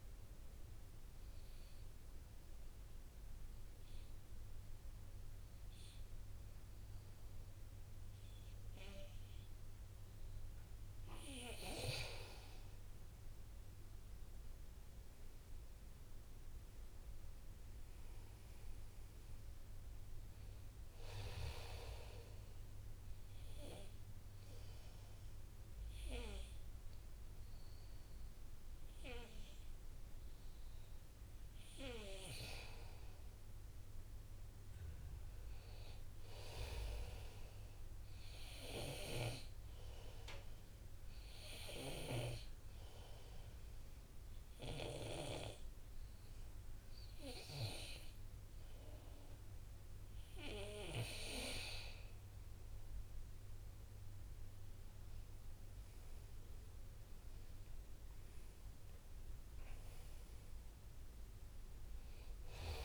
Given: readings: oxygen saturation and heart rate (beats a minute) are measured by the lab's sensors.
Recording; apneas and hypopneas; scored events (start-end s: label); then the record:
breathing in sleep by a room microphone; 3
0.00-4.50 s: oxygen desaturation (device-marked, oxygen 92% lowest, heart rate 58 extreme)
0.50-11.50 s: obstructive apnea (oxygen 98% before, 92% lowest, heart rate 65 before, 58 extreme, up 2 after)
14.00-19.00 s: arousal
21.50-35.50 s: oxygen desaturation (device-marked, oxygen 99% before, 94% lowest, heart rate 63 before, 58 extreme)
22.50-32.50 s: obstructive apnea (oxygen 99% before, 93% lowest, heart rate 62 before, 58 extreme, up 5 after)
33.50-37.00 s: arousal
42.00-52.50 s: obstructive apnea (oxygen 99% before, 92% lowest, heart rate 62 before, 61 extreme, up 5 after)
43.50-54.50 s: oxygen desaturation (device-marked, oxygen 99% before, 94% lowest, heart rate 62 before, 62 extreme)
54.50-58.00 s: arousal
From the record:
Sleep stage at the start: N2 (light sleep); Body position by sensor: on the back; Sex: male